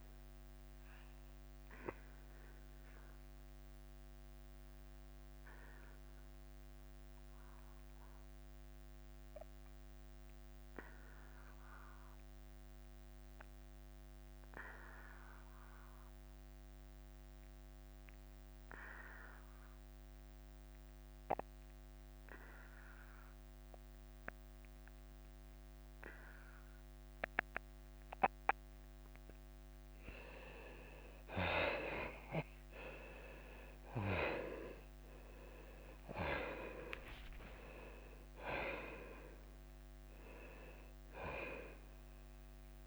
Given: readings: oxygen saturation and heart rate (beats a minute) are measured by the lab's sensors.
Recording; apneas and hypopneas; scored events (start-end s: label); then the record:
breathing in sleep by a microphone on the trachea; 1
0.00-6.00 s: drop in pulse transit time (device-marked, heart rate 93 extreme)
0.00-19.00 s: oxygen desaturation (device-marked, oxygen 78% lowest, heart rate 91 extreme)
2.00-29.50 s: obstructive apnea (oxygen 98% before, 78% lowest, heart rate 94 before, 91 extreme, up 5 after)
21.00-42.87 s: oxygen desaturation (device-marked, oxygen 98% before, 79% lowest, heart rate 95 before, 90 extreme)
33.00-37.50 s: arousal
34.00-42.87 s: drop in pulse transit time (device-marked, heart rate 92 before, 92 extreme)
38.00-42.00 s: tachycardia (device-marked, heart rate 94 before, 101 extreme)
From the record:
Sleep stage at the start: N2 (light sleep); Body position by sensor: on the back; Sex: male